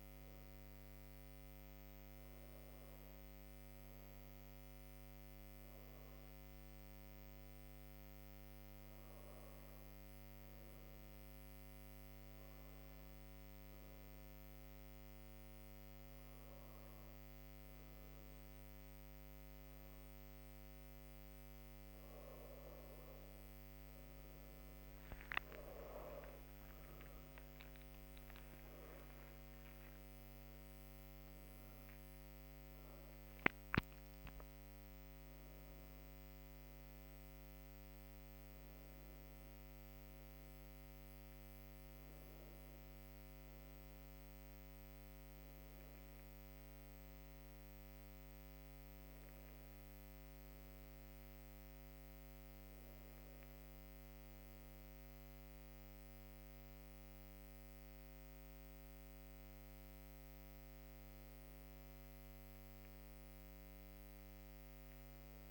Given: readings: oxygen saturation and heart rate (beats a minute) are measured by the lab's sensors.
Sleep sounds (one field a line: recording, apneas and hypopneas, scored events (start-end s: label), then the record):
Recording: breathing in sleep, hard to hear, by a microphone on the trachea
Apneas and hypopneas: 1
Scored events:
6.50-21.50 s: hypopnea (oxygen 99% before, 97% lowest, heart rate 60 before, 57 extreme, up 48 after)
23.50-65.50 s: new sleep stage, N1 (lightest sleep)
24.00-29.50 s: arousal
From the record:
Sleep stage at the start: N2 (light sleep)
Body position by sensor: on the back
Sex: female